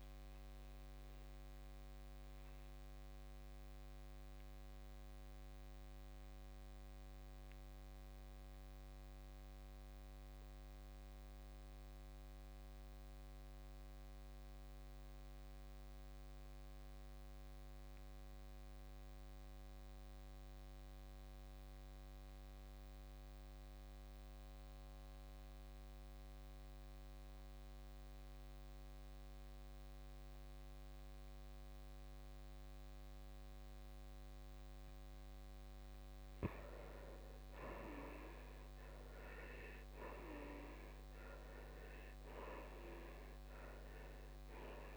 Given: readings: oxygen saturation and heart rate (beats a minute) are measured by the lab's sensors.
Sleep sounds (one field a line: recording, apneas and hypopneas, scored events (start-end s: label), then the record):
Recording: breathing in sleep by a microphone on the trachea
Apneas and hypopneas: 1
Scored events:
0.00-14.50 s: oxygen desaturation (device-marked, oxygen 89% lowest, heart rate 57 extreme)
1.00-35.00 s: obstructive apnea (oxygen 98% before, 77% lowest, heart rate 58 before, 57 extreme, up 10 after)
21.50-44.97 s: oxygen desaturation (device-marked, oxygen 96% before, 77% lowest, heart rate 59 before, 54 extreme)
37.50-41.00 s: arousal
From the record:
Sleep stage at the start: N2 (light sleep)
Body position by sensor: on the back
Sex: male